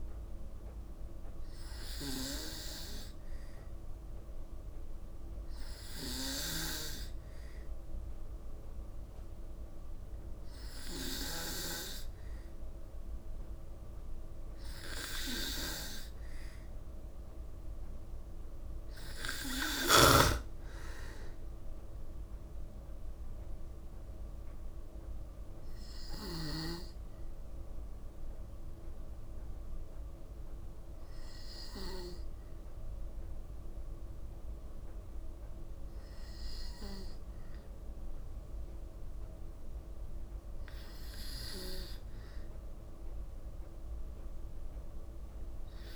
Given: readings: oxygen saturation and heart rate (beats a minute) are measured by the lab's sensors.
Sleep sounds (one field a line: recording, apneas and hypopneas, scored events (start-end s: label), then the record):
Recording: breathing in sleep by a room microphone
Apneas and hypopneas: none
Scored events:
none scored
From the record:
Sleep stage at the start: N2 (light sleep)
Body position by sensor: on the back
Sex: female